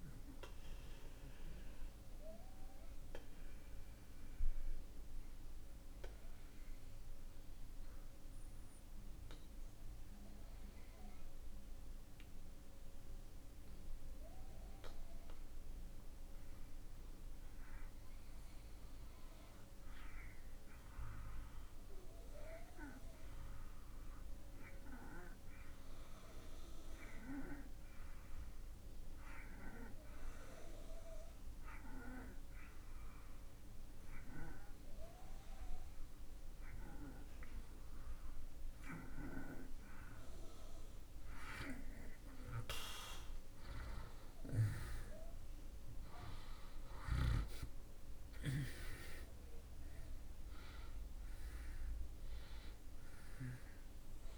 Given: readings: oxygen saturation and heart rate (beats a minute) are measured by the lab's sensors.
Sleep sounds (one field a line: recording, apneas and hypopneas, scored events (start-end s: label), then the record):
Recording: breathing in sleep by a room microphone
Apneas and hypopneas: 1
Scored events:
0.00-19.00 s: oxygen desaturation (device-marked, oxygen 82% lowest)
2.00-38.00 s: obstructive apnea (oxygen 95% before, 82% lowest)
35.00-37.00 s: oxygen desaturation (device-marked, oxygen 95% before, 92% lowest)
42.00-47.00 s: arousal
From the record:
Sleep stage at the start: N2 (light sleep)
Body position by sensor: on the back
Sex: male